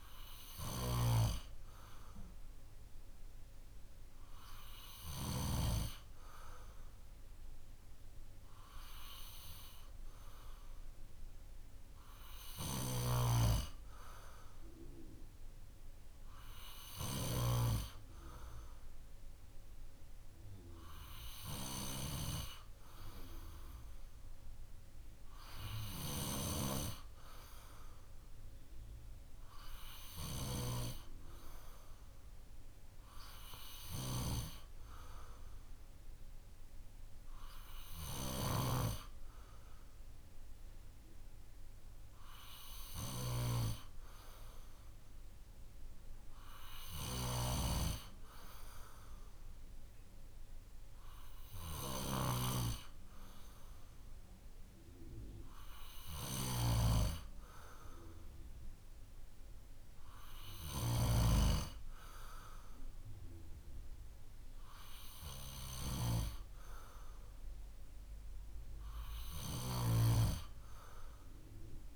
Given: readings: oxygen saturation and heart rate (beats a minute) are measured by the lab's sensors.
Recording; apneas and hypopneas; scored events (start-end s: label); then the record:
breathing in sleep by a room microphone; none
0.00-1.00 s: snoring (device-marked)
12.50-17.50 s: snoring (device-marked)
69.50-71.95 s: snoring (device-marked)
From the record:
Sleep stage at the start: N2 (light sleep); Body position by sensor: on the back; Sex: male